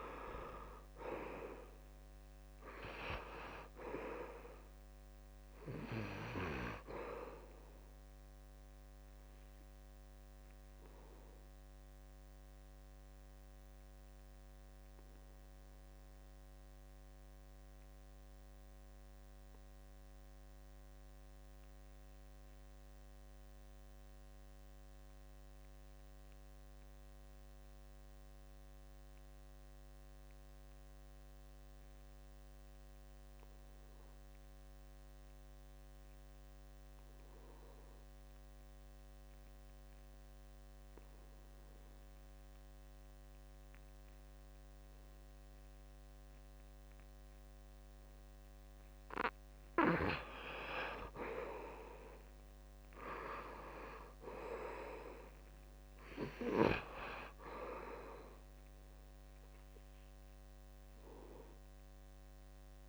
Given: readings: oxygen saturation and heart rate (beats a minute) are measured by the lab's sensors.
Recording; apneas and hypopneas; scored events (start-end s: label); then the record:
breathing in sleep by a microphone on the trachea; 1
0.00-24.00 s: oxygen desaturation (device-marked, oxygen 74% lowest, heart rate 66 extreme)
10.00-49.50 s: obstructive apnea (oxygen 95% before, 73% lowest, heart rate 74 before, 66 extreme, up 8 after)
30.00-32.00 s: long interval between heartbeats (device-marked, heart rate 69 before, 70 extreme)
40.00-62.89 s: oxygen desaturation (device-marked, oxygen 94% before, 73% lowest, heart rate 70 before, 66 extreme)
51.50-55.50 s: arousal
From the record:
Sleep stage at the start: N2 (light sleep); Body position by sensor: on the back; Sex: male